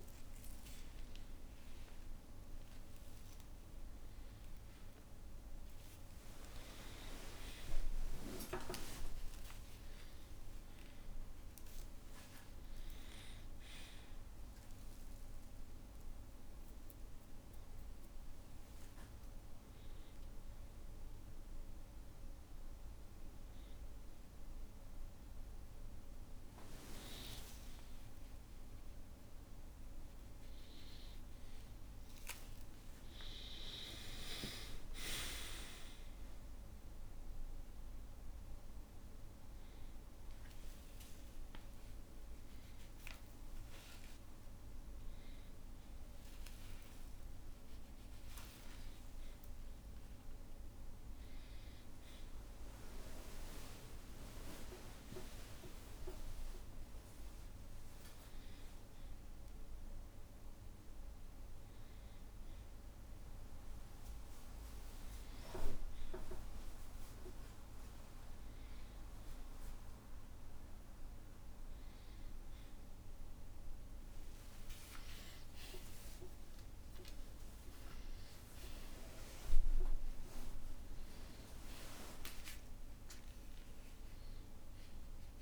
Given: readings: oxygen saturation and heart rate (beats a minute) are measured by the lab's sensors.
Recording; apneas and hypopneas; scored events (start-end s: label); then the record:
a person awake in a sleep study, by a room microphone; none
11.00-13.00 s: long interval between heartbeats (device-marked, heart rate 64 before, 72 extreme)
27.50-29.50 s: long interval between heartbeats (device-marked, heart rate 67 before, 69 extreme)
27.50-32.50 s: tachycardia (device-marked, heart rate 77 before, 116 extreme)
32.00-34.00 s: long interval between heartbeats (device-marked, heart rate 72 before, 116 extreme)
40.50-42.50 s: long interval between heartbeats (device-marked, heart rate 81 before, 72 extreme)
43.00-45.00 s: long interval between heartbeats (device-marked, heart rate 82 before, 81 extreme)
48.00-50.00 s: long interval between heartbeats (device-marked, heart rate 86 before, 89 extreme)
74.50-76.50 s: long interval between heartbeats (device-marked, heart rate 65 before, 74 extreme)
81.50-84.50 s: tachycardia (device-marked, heart rate 75 before, 93 extreme)
82.00-84.00 s: long interval between heartbeats (device-marked, heart rate 68 before, 82 extreme)
84.00-85.42 s: long interval between heartbeats (device-marked, heart rate 70 before, 93 extreme)
From the record:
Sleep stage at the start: awake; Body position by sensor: on the back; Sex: male